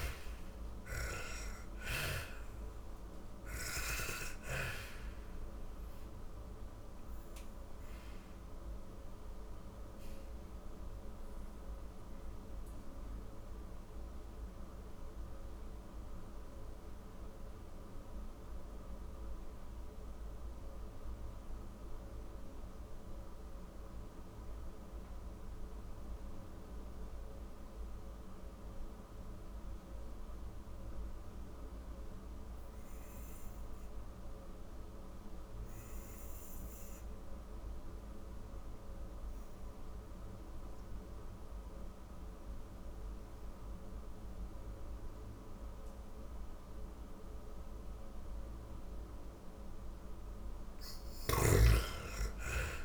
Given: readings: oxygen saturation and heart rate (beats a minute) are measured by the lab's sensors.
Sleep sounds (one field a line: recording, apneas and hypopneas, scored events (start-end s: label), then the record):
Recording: breathing in sleep by a room microphone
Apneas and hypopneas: 1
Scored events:
0.00-24.00 s: oxygen desaturation (device-marked, oxygen 80% lowest, heart rate 41 extreme)
3.50-46.50 s: obstructive apnea (oxygen 98% before, 78% lowest, heart rate 61 before, 41 extreme)
40.00-52.85 s: oxygen desaturation (device-marked, oxygen 97% before, 78% lowest, heart rate 52 before, 46 extreme)
50.00-52.85 s: arousal
From the record:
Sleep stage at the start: N2 (light sleep)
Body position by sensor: on the back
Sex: female